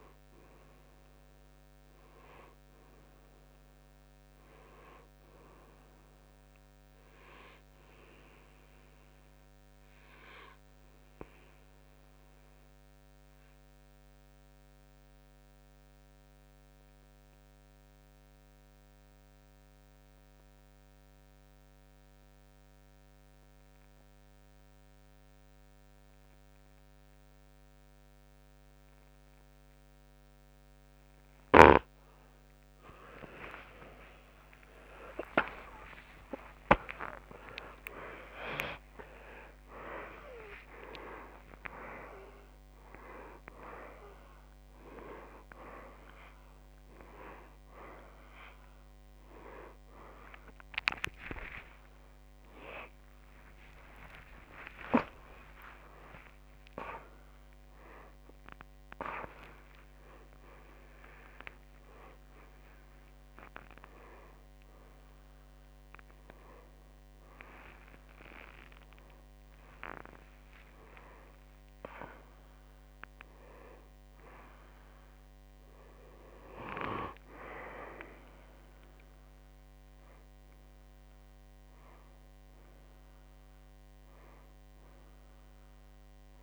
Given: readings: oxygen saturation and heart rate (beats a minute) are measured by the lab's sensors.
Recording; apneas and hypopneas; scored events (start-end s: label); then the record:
a person awake in a sleep study, by a microphone on the trachea; 1
11.50-23.50 s: oxygen desaturation (device-marked, oxygen 96% before, 93% lowest, heart rate 60 before, 56 extreme)
12.50-31.50 s: obstructive apnea (oxygen 96% before, 93% lowest, heart rate 59 before, 56 extreme)
33.50-86.43 s: new sleep stage, awake
65.50-79.50 s: oxygen desaturation (device-marked, oxygen 97% before, 93% lowest, heart rate 101 before, 51 extreme)
From the record:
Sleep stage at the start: N2 (light sleep); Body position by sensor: on the back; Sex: male